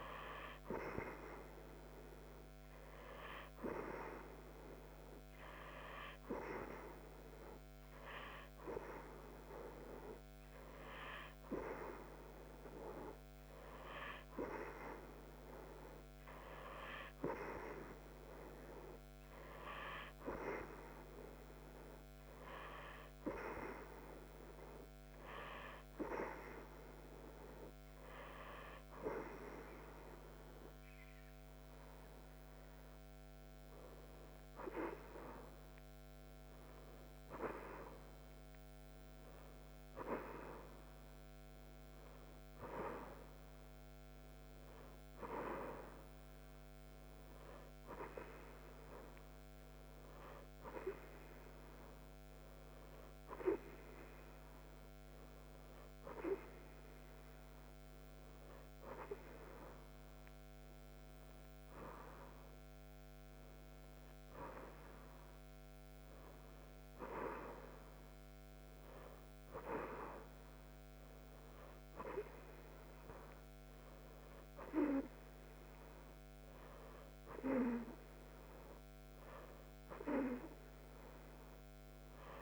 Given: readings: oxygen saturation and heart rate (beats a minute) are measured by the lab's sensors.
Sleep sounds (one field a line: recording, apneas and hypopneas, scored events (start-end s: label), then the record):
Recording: breathing in sleep by a microphone on the trachea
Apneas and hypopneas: none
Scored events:
none scored
From the record:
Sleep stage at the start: N2 (light sleep)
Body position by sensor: on the right side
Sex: female